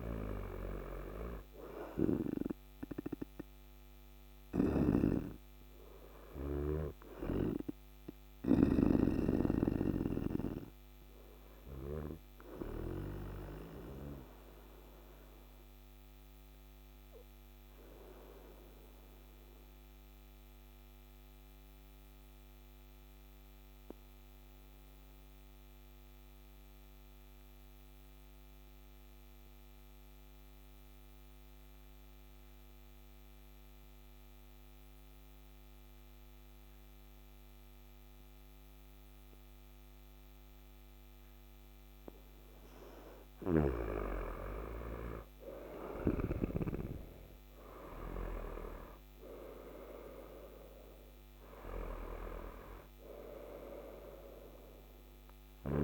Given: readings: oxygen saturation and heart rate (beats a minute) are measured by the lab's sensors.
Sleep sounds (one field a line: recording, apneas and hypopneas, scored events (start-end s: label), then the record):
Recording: breathing in sleep by a microphone on the trachea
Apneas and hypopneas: 1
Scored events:
0.00-18.00 s: oxygen desaturation (device-marked, oxygen 95% lowest, heart rate 54 extreme)
14.00-42.50 s: obstructive apnea (oxygen 99% before, 91% lowest, heart rate 58 before, 54 extreme, up 11 after)
38.00-55.84 s: oxygen desaturation (device-marked, oxygen 98% before, 91% lowest, heart rate 55 before, 55 extreme)
44.50-48.50 s: arousal
From the record:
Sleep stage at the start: N2 (light sleep)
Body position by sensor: on the right side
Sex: male